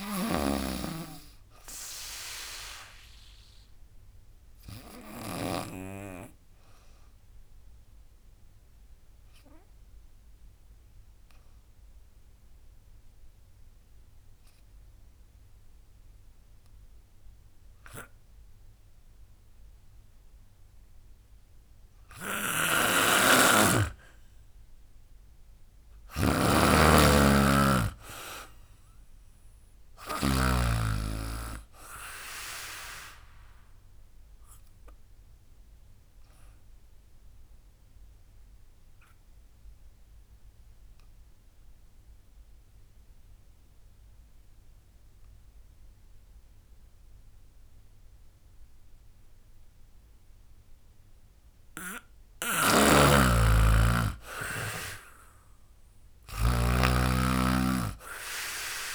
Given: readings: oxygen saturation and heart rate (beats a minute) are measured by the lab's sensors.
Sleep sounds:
breathing in sleep by a room microphone; 2
0.00-5.50 s: oxygen desaturation (device-marked, oxygen 93% lowest, heart rate 66 extreme)
0.00-5.50 s: snoring (device-marked)
0.00-6.50 s: drop in pulse transit time (device-marked, heart rate 74 extreme)
3.50-22.00 s: obstructive apnea (oxygen 98% before, 90% lowest, heart rate 79 before, 66 extreme, up 15 after)
22.00-30.50 s: snoring (device-marked)
24.50-27.00 s: arousal
24.50-38.50 s: drop in pulse transit time (device-marked, heart rate 72 before, 76 extreme)
26.50-47.50 s: oxygen desaturation (device-marked, oxygen 99% before, 90% lowest, heart rate 72 before, 66 extreme)
33.00-51.00 s: obstructive apnea (oxygen 99% before, 90% lowest, heart rate 76 before, 66 extreme, up 16 after)
52.00-56.50 s: snoring (device-marked)
52.50-58.95 s: oxygen desaturation (device-marked, oxygen 98% before, 91% lowest, heart rate 78 before, 66 extreme)
53.50-56.00 s: arousal
53.50-58.95 s: drop in pulse transit time (device-marked, heart rate 78 before, 73 extreme)
From the record:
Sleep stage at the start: N2 (light sleep); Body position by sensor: on the back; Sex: female

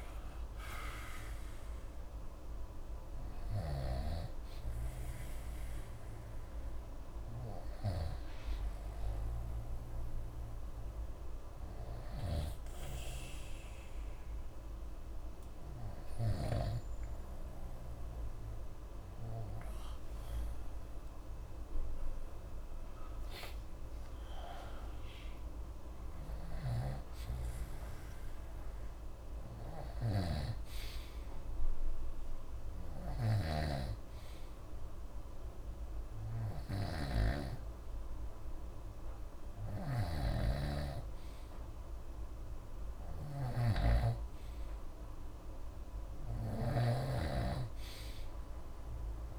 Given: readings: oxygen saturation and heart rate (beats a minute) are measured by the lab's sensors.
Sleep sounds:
breathing in sleep by a room microphone; 1
0.00-13.50 s: oxygen desaturation (device-marked, oxygen 91% lowest, heart rate 61 extreme)
10.00-21.00 s: hypopnea (oxygen 97% before, 93% lowest, heart rate 64 before, 61 extreme, up 13 after)
22.50-26.00 s: arousal
26.50-49.39 s: snoring (device-marked)
From the record:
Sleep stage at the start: N2 (light sleep); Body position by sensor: on the right side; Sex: male

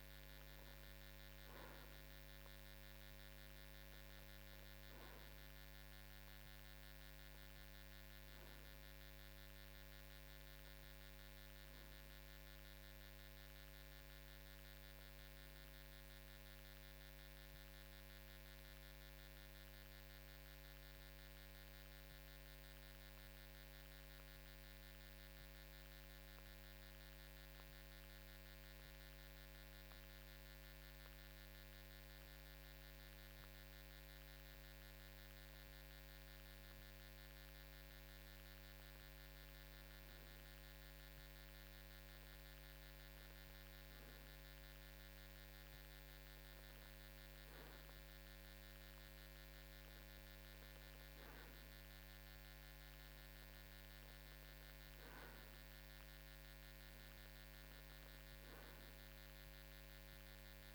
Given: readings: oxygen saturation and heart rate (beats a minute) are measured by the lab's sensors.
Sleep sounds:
breathing in sleep, hard to hear, by a microphone on the trachea; 1
16.50-37.50 s: obstructive apnea (oxygen 94% before, 92% lowest, heart rate 55 before, 51 extreme, up 2 after)
39.50-43.50 s: arousal
From the record:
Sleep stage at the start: N2 (light sleep); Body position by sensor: on the right side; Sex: male

